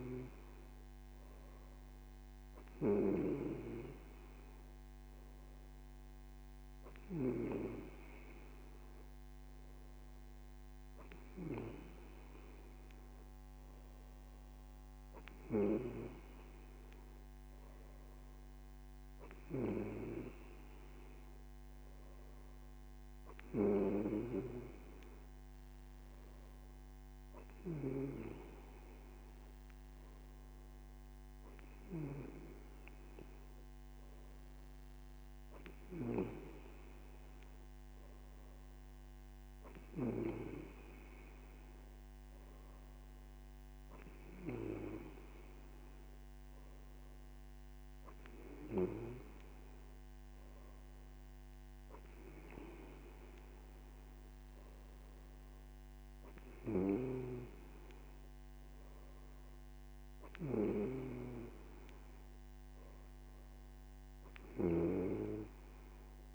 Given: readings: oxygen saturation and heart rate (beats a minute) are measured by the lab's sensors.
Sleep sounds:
breathing in sleep by a microphone on the trachea; none
none scored
From the record:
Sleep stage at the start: N3 (deep sleep); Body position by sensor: on the right side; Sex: male

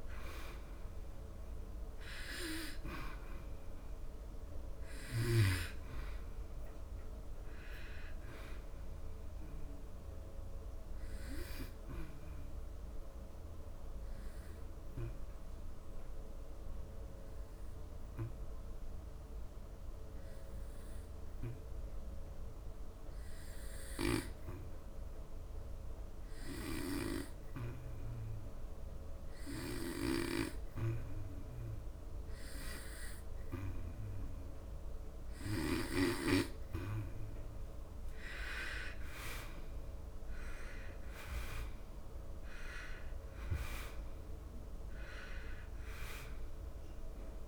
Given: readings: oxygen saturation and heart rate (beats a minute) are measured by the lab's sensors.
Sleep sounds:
breathing in sleep by a room microphone; 1
0.00-12.50 s: oxygen desaturation (device-marked, oxygen 90% lowest, heart rate 70 extreme)
13.00-37.00 s: obstructive apnea (oxygen 96% before, 88% lowest, heart rate 84 before, 70 extreme, up 13 after)
30.50-47.48 s: oxygen desaturation (device-marked, oxygen 98% before, 88% lowest, heart rate 78 before, 70 extreme)
39.50-43.00 s: arousal
From the record:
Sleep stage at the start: N2 (light sleep); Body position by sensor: on the back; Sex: male

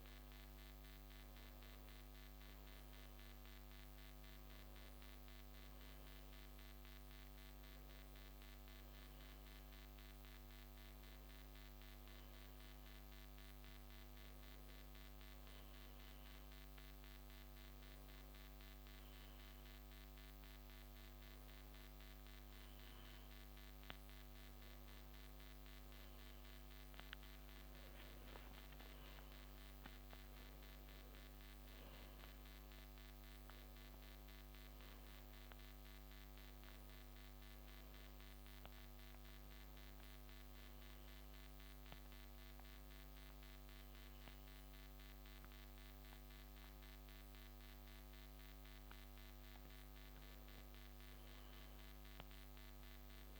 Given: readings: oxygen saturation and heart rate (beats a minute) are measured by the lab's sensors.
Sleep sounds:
breathing in sleep, hard to hear, by a microphone on the trachea; 1
12.00-24.50 s: hypopnea (oxygen 95% before, 92% lowest)
20.50-53.40 s: new sleep stage, N2 (light sleep)
26.50-31.00 s: arousal
31.50-50.50 s: oxygen desaturation (device-marked, oxygen 95% before, 92% lowest)
From the record:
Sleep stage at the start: N1 (lightest sleep); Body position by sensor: on the back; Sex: male

